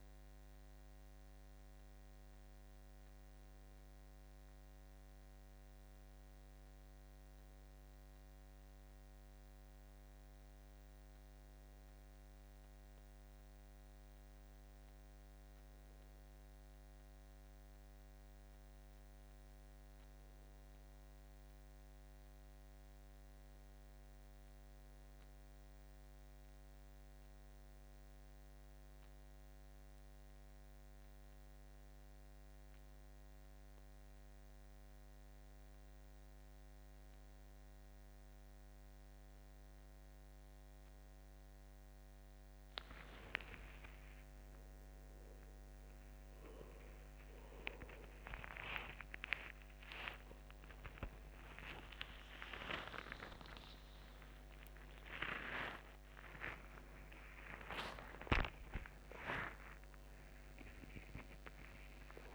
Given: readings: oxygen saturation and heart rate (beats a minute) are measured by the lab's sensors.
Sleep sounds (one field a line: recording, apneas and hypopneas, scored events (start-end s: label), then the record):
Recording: breathing in sleep by a microphone on the trachea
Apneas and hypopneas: none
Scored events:
0.00-9.00 s: oxygen desaturation (device-marked, oxygen 91% lowest, heart rate 79 extreme)
51.00-62.35 s: new sleep stage, awake
From the record:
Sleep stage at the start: N1 (lightest sleep)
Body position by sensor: on the back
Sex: male